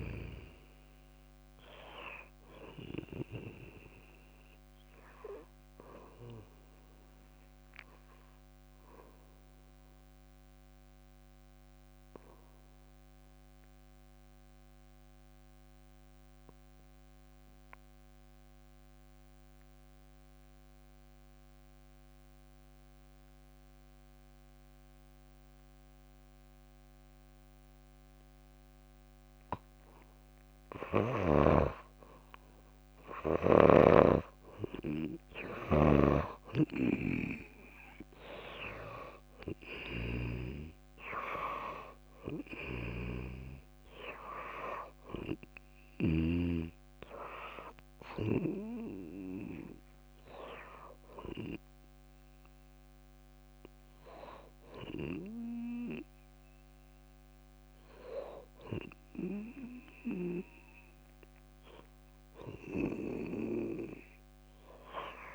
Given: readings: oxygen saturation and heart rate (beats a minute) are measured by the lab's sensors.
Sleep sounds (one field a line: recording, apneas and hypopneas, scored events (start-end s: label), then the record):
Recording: breathing in sleep by a microphone on the trachea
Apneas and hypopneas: 1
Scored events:
0.00-11.00 s: oxygen desaturation (device-marked, oxygen 76% lowest, heart rate 53 extreme)
8.50-29.50 s: obstructive apnea (oxygen 97% before, 85% lowest, heart rate 70 before, 54 extreme, up 6 after)
32.00-58.00 s: oxygen desaturation (device-marked, oxygen 99% before, 85% lowest, heart rate 58 before, 54 extreme)
33.00-38.50 s: arousal
40.00-46.50 s: snoring (device-marked)
64.00-65.35 s: arousal
From the record:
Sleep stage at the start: N2 (light sleep)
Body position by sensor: on the back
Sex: female